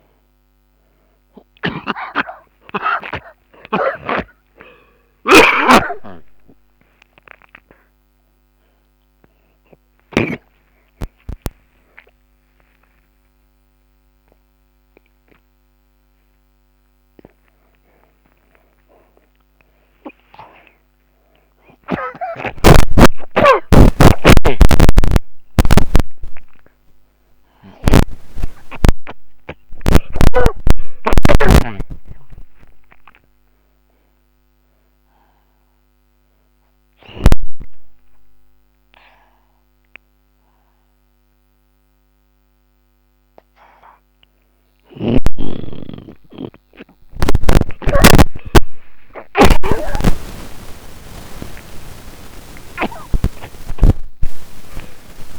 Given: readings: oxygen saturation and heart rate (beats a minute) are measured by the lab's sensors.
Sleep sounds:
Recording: a person awake in a sleep study, by a microphone on the trachea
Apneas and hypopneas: none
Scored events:
4.00-10.50 s: snoring (device-marked)
5.00-29.00 s: oxygen desaturation (device-marked, oxygen 85% before, 77% lowest)
24.50-37.50 s: snoring (device-marked)
45.00-54.50 s: snoring (device-marked)
From the record:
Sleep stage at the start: awake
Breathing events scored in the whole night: 607 in 6.2 hours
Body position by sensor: on the back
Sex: male

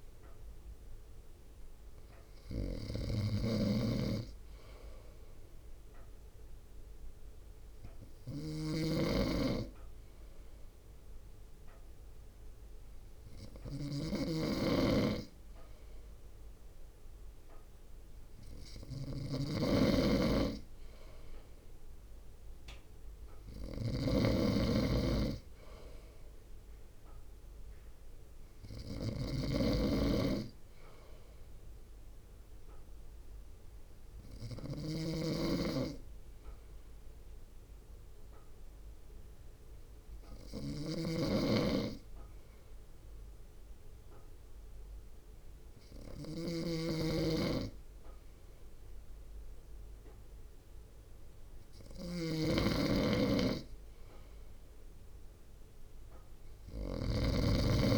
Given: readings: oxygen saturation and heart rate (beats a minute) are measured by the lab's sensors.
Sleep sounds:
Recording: breathing in sleep by a room microphone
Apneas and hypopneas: 1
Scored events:
0.00-57.98 s: snoring (device-marked)
17.50-31.50 s: drop in pulse transit time (device-marked, heart rate 59 before, 56 extreme)
30.00-33.00 s: arousal
35.00-52.00 s: obstructive apnea (oxygen 95% before, 94% lowest, heart rate 59 before, 51 extreme, up 1 after)
54.50-57.50 s: arousal
From the record:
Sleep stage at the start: N2 (light sleep)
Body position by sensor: on the front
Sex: male

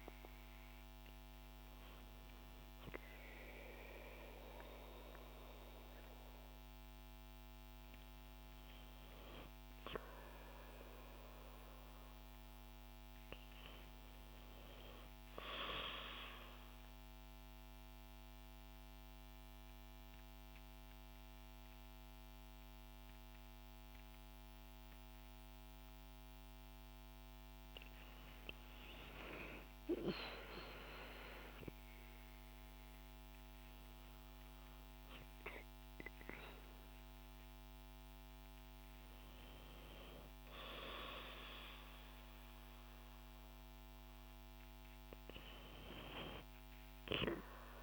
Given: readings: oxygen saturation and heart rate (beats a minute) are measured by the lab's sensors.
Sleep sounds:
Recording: breathing in sleep by a microphone on the trachea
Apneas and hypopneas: 1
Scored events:
0.00-8.50 s: oxygen desaturation (device-marked, oxygen 88% lowest, heart rate 59 extreme)
16.50-27.00 s: obstructive apnea (oxygen 97% before, 93% lowest, heart rate 71 before, 58 extreme, up 11 after)
28.50-32.00 s: arousal
From the record:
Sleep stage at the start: REM sleep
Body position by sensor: on the back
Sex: female

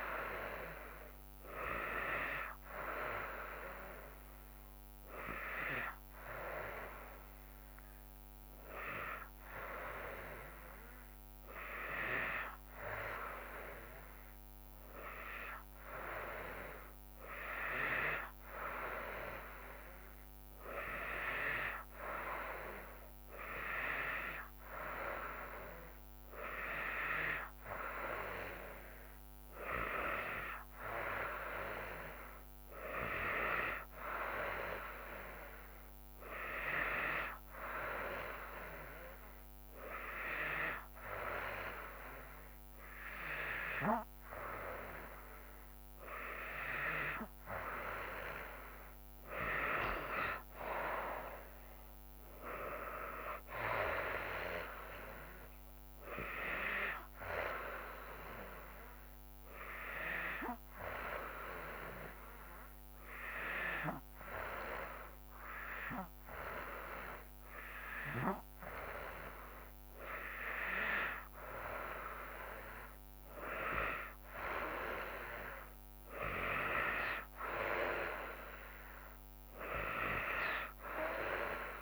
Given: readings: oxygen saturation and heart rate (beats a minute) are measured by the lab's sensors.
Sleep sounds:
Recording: breathing in sleep by a microphone on the trachea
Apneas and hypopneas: 2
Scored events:
38.50-49.00 s: hypopnea (oxygen 95% before, 91% lowest, heart rate 69 before, 65 extreme, up 39 after)
50.00-54.00 s: tachycardia (device-marked, heart rate 74 before, 106 extreme)
50.00-62.00 s: drop in pulse transit time (device-marked, heart rate 69 before, 73 extreme)
51.50-54.50 s: arousal
60.00-70.50 s: hypopnea (oxygen 94% before, 91% lowest, heart rate 83 before, 66 extreme, up 4 after)
76.00-80.00 s: arousal
From the record:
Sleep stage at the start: N2 (light sleep)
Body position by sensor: on the back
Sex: female

